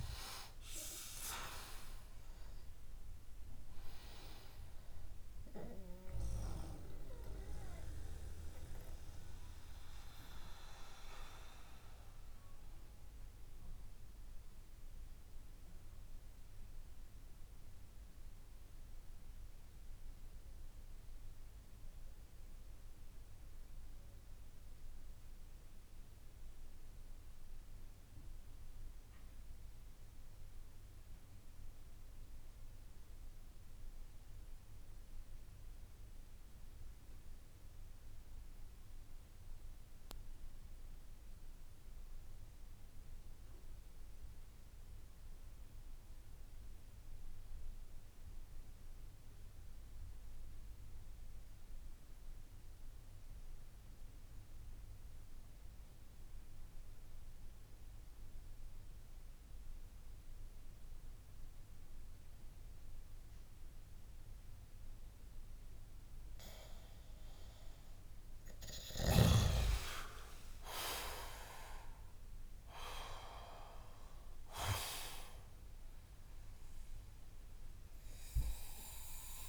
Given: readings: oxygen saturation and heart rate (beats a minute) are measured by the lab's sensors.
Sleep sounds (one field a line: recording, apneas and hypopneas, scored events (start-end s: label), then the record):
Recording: breathing in sleep by a room microphone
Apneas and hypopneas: 1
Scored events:
0.00-26.00 s: oxygen desaturation (device-marked, oxygen 89% lowest)
6.00-65.00 s: mixed apnea (oxygen 97% before, 89% lowest)
57.00-79.49 s: oxygen desaturation (device-marked, oxygen 97% before, 89% lowest)
67.00-70.50 s: arousal
From the record:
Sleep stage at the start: N2 (light sleep)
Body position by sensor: on the back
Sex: male